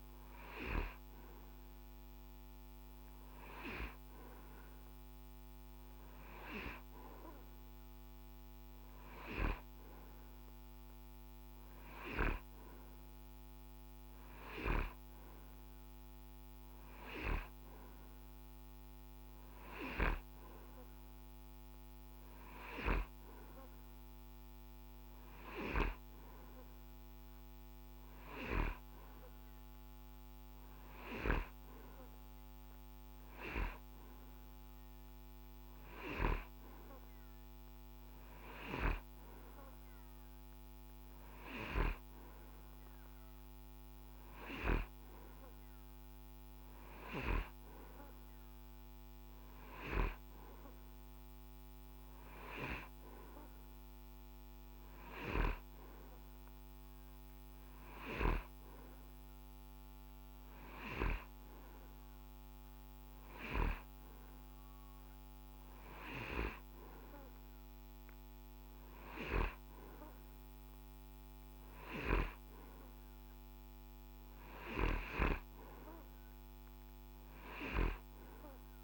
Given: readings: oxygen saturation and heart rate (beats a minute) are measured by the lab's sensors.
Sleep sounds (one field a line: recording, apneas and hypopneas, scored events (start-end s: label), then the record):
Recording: breathing in sleep by a microphone on the trachea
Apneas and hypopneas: none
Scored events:
none scored
From the record:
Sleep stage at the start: N2 (light sleep)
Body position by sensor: on the right side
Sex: male